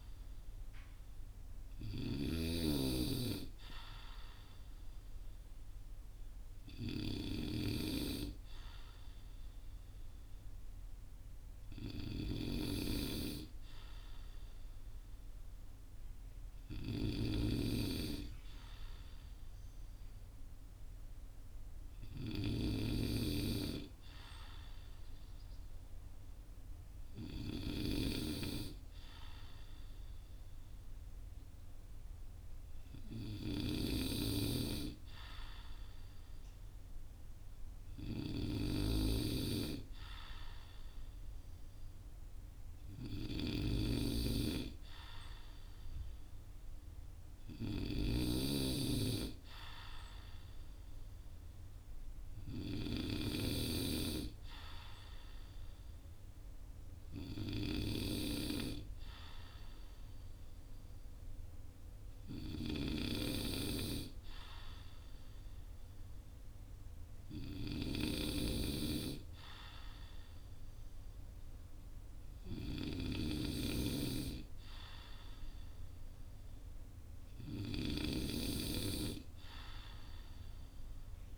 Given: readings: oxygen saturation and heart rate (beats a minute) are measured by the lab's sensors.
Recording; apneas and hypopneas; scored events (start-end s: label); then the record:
breathing in sleep by a room microphone; none
0.00-1.50 s: snoring (device-marked)
42.50-52.50 s: snoring (device-marked)
From the record:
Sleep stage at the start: N2 (light sleep); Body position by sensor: on the right side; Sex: male